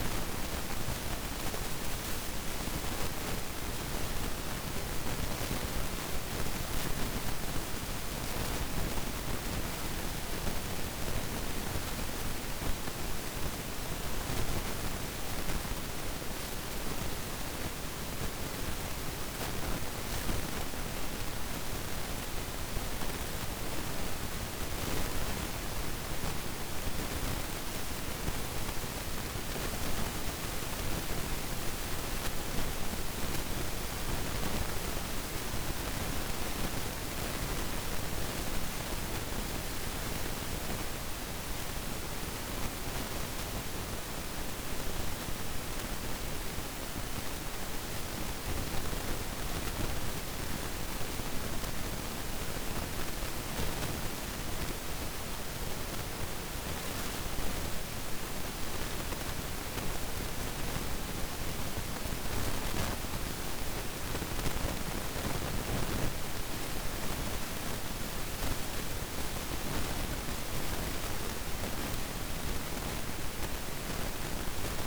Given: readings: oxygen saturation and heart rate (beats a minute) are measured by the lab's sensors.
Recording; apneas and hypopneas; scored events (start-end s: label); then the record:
breathing in sleep, hard to hear, by a microphone on the trachea; 1
7.00-18.50 s: hypopnea (oxygen 95% before, 93% lowest, heart rate 54 before, 50 extreme, up 3 after)
21.00-24.00 s: arousal
46.50-50.00 s: arousal
From the record:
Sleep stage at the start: N2 (light sleep); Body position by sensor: on the back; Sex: male